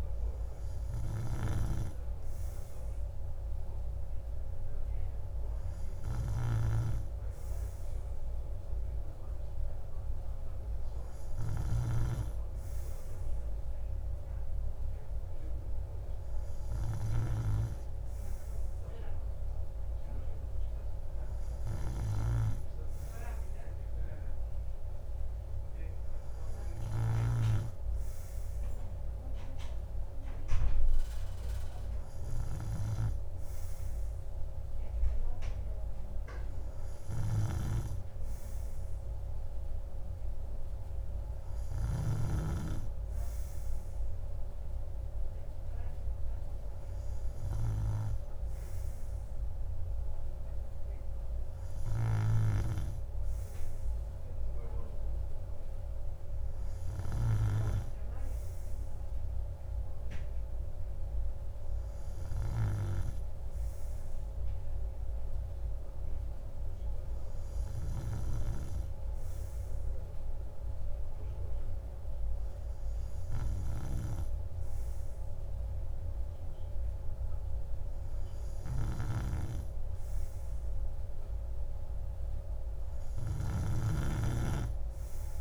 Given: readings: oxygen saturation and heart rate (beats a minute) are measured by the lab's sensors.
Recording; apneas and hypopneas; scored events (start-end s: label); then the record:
breathing in sleep by a room microphone; none
none scored
From the record:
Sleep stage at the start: N2 (light sleep); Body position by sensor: on the right side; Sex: male